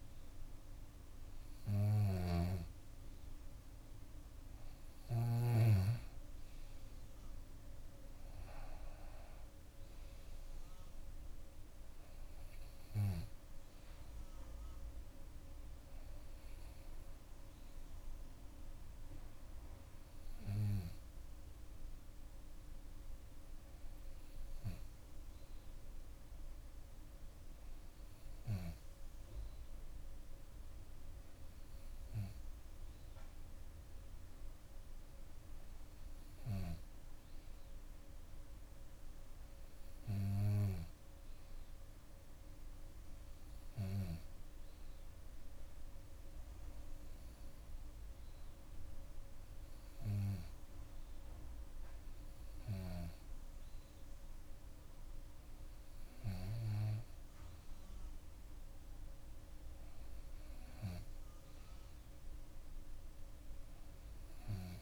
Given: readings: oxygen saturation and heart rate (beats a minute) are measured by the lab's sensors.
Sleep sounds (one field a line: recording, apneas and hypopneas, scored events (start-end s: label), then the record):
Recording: breathing in sleep by a room microphone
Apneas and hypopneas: none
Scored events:
0.00-5.50 s: snoring (device-marked)
59.00-61.00 s: bradycardia (device-marked, heart rate 67 before, 60 extreme)
From the record:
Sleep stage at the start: N2 (light sleep)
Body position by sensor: on the back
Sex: female